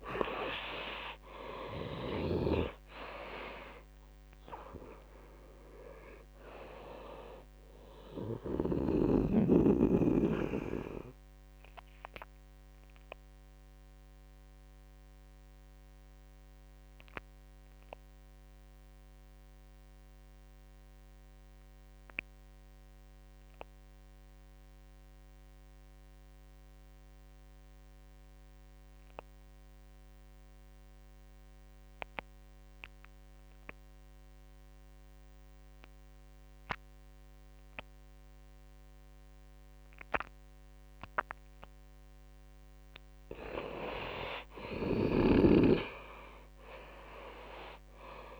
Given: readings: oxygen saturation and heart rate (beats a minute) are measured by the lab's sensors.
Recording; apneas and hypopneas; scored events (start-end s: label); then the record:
breathing in sleep by a microphone on the trachea; 1
0.00-1.50 s: snoring (device-marked)
0.00-20.00 s: oxygen desaturation (device-marked, oxygen 85% lowest)
12.50-41.50 s: obstructive apnea (oxygen 97% before, 86% lowest)
40.00-48.40 s: oxygen desaturation (device-marked, oxygen 98% before, 90% lowest)
43.00-45.50 s: arousal
44.00-48.40 s: snoring (device-marked)
From the record:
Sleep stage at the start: N2 (light sleep); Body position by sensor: on the right side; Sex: male